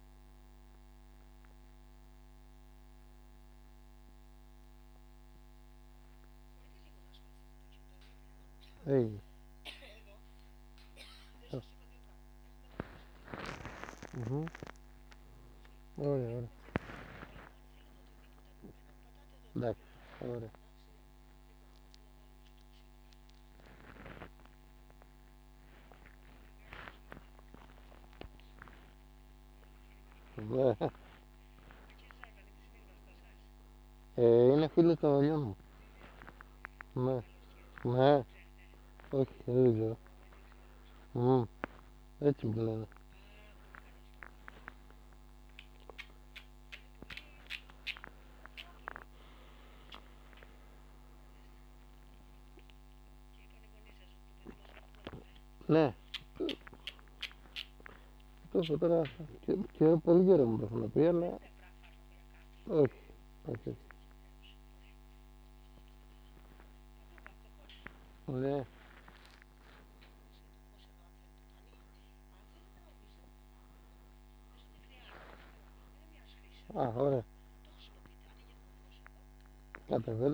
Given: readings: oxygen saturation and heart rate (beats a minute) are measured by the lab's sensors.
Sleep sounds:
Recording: a person awake in a sleep study, by a microphone on the trachea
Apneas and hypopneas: none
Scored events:
14.50-20.50 s: snoring (device-marked)
31.00-38.00 s: snoring (device-marked)
56.00-59.50 s: snoring (device-marked)
From the record:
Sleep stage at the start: awake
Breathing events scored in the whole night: 145 in 4.9 hours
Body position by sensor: on the back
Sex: male

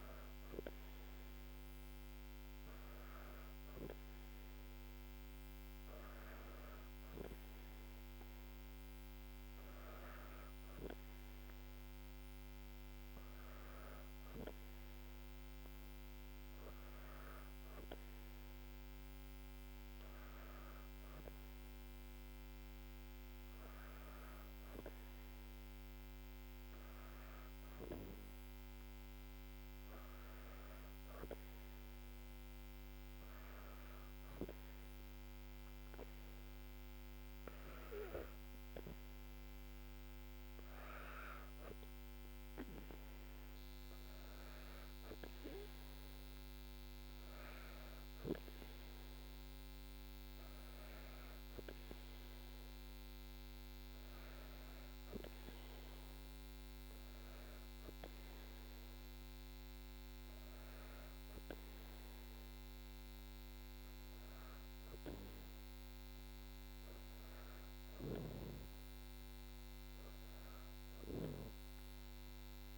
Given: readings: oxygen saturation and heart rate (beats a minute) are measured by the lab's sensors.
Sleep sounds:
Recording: breathing in sleep by a microphone on the trachea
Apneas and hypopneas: none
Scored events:
none scored
From the record:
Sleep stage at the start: N2 (light sleep)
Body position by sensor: on the back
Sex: female

